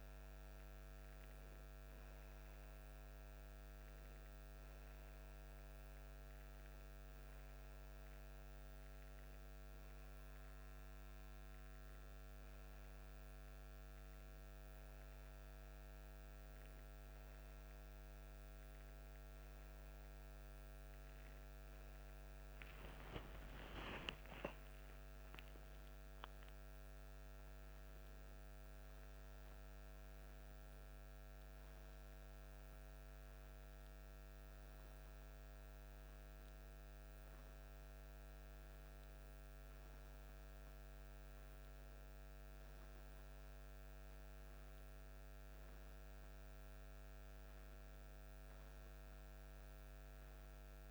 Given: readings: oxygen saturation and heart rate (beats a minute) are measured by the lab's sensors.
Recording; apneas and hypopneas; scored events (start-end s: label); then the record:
breathing in sleep, hard to hear, by a microphone on the trachea; none
none scored
From the record:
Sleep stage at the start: N2 (light sleep); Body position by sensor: on the back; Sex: male